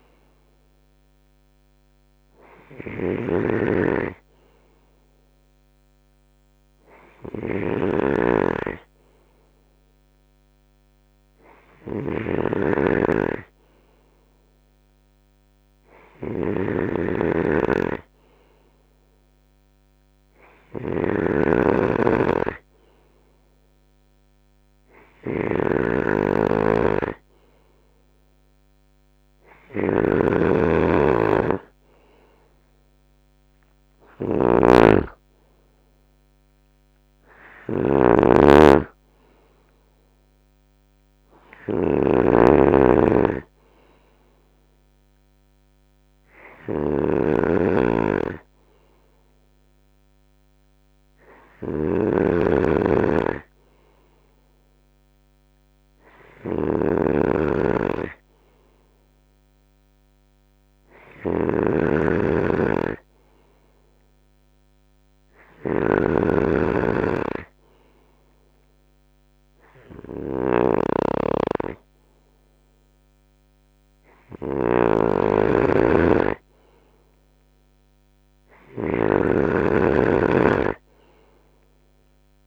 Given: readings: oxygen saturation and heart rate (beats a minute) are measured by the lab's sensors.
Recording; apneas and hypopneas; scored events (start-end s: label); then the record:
breathing in sleep by a microphone on the trachea; none
0.00-82.47 s: snoring (device-marked)
32.00-43.00 s: drop in pulse transit time (device-marked, heart rate 73 before, 73 extreme)
From the record:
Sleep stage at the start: N3 (deep sleep); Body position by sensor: on the right side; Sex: male